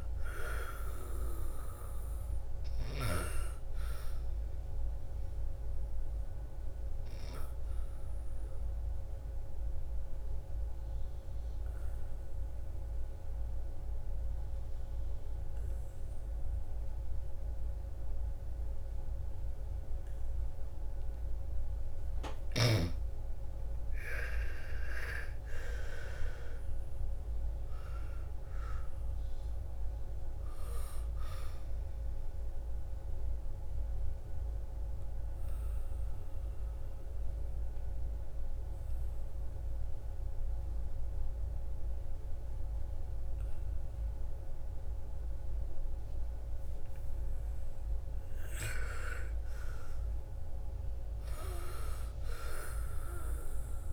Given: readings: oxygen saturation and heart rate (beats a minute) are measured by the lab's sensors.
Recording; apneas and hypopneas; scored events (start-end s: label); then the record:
breathing in sleep by a room microphone; 2
0.00-15.50 s: oxygen desaturation (device-marked, oxygen 88% lowest, heart rate 54 extreme)
6.00-22.50 s: obstructive apnea (oxygen 98% before, 84% lowest, heart rate 60 before, 54 extreme, up 14 after)
24.50-28.50 s: arousal
29.50-49.50 s: oxygen desaturation (device-marked, oxygen 98% before, 84% lowest, heart rate 58 before, 54 extreme)
32.50-47.50 s: obstructive apnea (oxygen 99% before, 83% lowest, heart rate 60 before, 54 extreme, up 9 after)
50.00-53.93 s: arousal
From the record:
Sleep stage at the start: N2 (light sleep); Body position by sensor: on the back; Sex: female